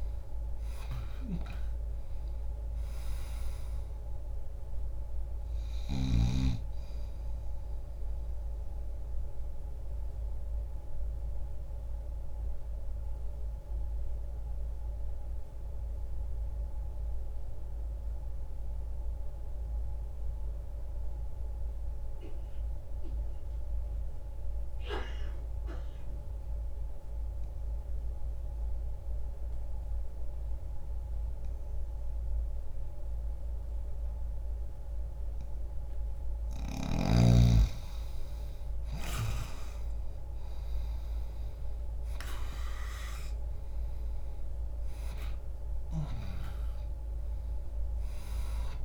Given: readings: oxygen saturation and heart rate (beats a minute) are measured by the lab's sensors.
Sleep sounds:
breathing in sleep by a room microphone; 1
0.00-12.00 s: oxygen desaturation (device-marked, oxygen 91% lowest, heart rate 60 extreme)
8.50-36.50 s: mixed apnea (oxygen 97% before, 84% lowest, heart rate 77 before, 60 extreme, up 10 after)
24.00-37.00 s: oxygen desaturation (device-marked, oxygen 93% before, 84% lowest, heart rate 60 before, 60 extreme)
39.50-44.00 s: arousal
From the record:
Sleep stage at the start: N2 (light sleep); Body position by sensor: on the back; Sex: male

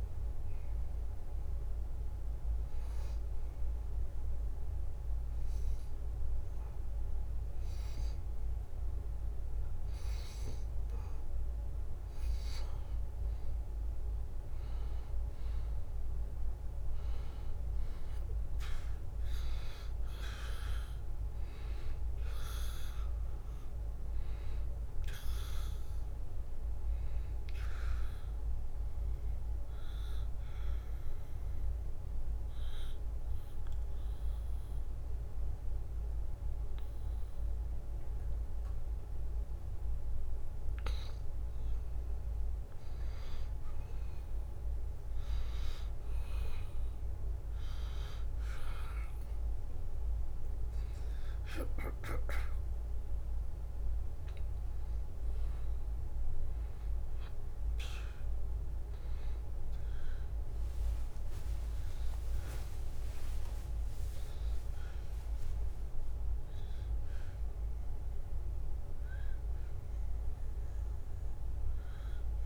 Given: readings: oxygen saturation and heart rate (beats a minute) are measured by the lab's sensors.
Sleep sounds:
breathing in sleep by a room microphone; 2
0.50-11.50 s: obstructive apnea (oxygen 94% before, 90% lowest, heart rate 78 before, 73 extreme, up 1 after)
15.00-19.50 s: arousal
19.50-34.50 s: oxygen desaturation (device-marked, oxygen 95% before, 90% lowest, heart rate 74 before, 72 extreme)
28.50-40.00 s: obstructive apnea (oxygen 95% before, 90% lowest, heart rate 75 before, 72 extreme, up 2 after)
49.50-53.50 s: arousal
51.50-65.50 s: drop in pulse transit time (device-marked, heart rate 74 before, 75 extreme)
51.50-68.50 s: oxygen desaturation (device-marked, oxygen 95% before, 90% lowest, heart rate 74 before, 72 extreme)
64.00-66.00 s: long interval between heartbeats (device-marked, heart rate 77 before, 88 extreme)
71.00-72.46 s: arousal
From the record:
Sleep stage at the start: N2 (light sleep); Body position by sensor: on the back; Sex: male

